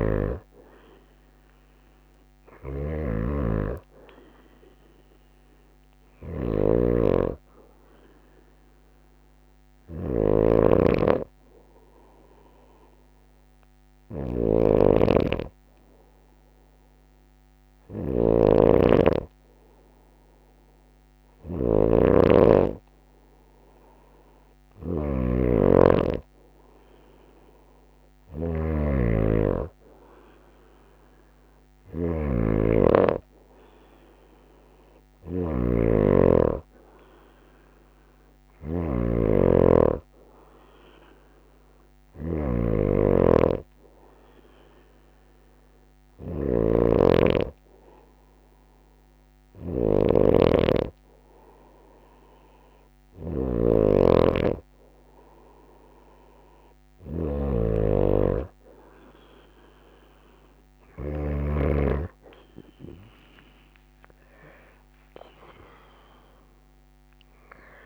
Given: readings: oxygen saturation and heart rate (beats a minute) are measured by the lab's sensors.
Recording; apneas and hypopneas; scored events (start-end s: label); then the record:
breathing in sleep by a microphone on the trachea; none
0.00-6.00 s: snoring (device-marked)
13.50-61.00 s: snoring (device-marked)
62.00-66.00 s: arousal
From the record:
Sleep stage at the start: N2 (light sleep); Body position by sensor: on the right side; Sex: female